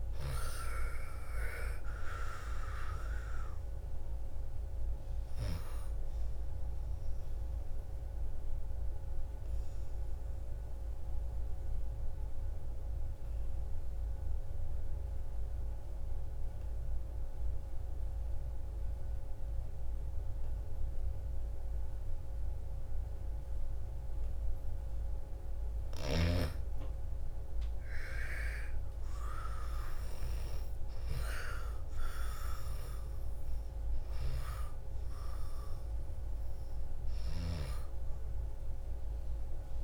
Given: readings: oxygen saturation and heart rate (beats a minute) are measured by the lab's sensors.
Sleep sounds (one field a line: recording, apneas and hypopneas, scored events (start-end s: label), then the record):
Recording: breathing in sleep by a room microphone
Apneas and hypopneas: 1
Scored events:
0.00-3.00 s: arousal
0.00-23.50 s: oxygen desaturation (device-marked, oxygen 85% lowest, heart rate 55 extreme)
8.50-25.50 s: obstructive apnea (oxygen 99% before, 81% lowest, heart rate 62 before, 55 extreme, up 13 after)
27.50-32.50 s: arousal
30.50-39.84 s: oxygen desaturation (device-marked, oxygen 98% before, 89% lowest, heart rate 59 before, 55 extreme)
From the record:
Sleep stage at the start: N2 (light sleep)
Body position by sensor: on the back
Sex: female